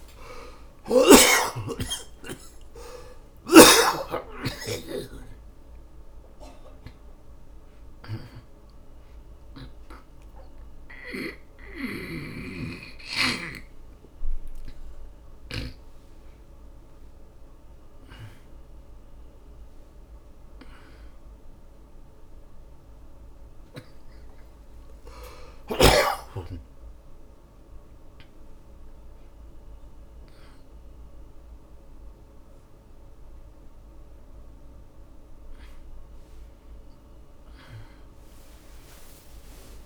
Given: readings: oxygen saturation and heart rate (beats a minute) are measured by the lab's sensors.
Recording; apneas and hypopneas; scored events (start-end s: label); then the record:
a person awake in a sleep study, by a room microphone; none
1.50-5.50 s: snoring (device-marked)
8.50-14.50 s: oxygen desaturation (device-marked, oxygen 98% before, 92% lowest)
32.50-39.86 s: oxygen desaturation (device-marked, oxygen 98% before, 94% lowest)
From the record:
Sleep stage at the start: awake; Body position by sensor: on the back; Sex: male